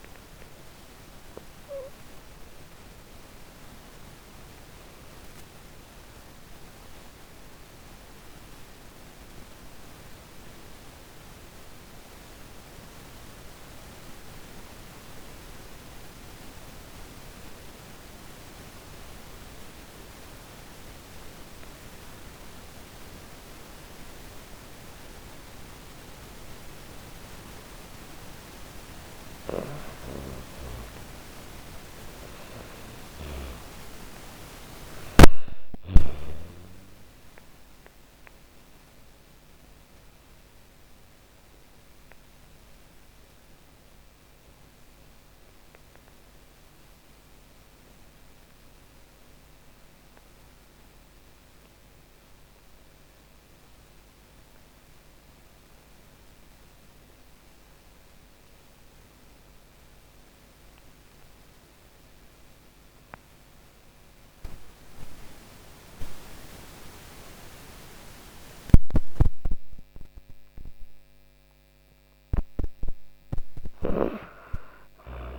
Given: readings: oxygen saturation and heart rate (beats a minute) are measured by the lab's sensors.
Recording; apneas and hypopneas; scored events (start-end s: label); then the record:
breathing in sleep by a microphone on the trachea; 2
0.00-16.00 s: oxygen desaturation (device-marked, oxygen 78% lowest)
4.50-26.50 s: obstructive apnea (oxygen 99% before, 78% lowest)
28.00-35.00 s: snoring (device-marked)
28.00-53.00 s: oxygen desaturation (device-marked, oxygen 98% before, 85% lowest)
28.50-33.00 s: arousal
39.50-70.00 s: obstructive apnea (oxygen 98% before, 77% lowest)
61.00-75.39 s: oxygen desaturation (device-marked, oxygen 98% before, 77% lowest)
72.00-75.39 s: snoring (device-marked)
72.50-75.39 s: arousal
From the record:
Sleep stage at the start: N2 (light sleep); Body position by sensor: on the back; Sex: female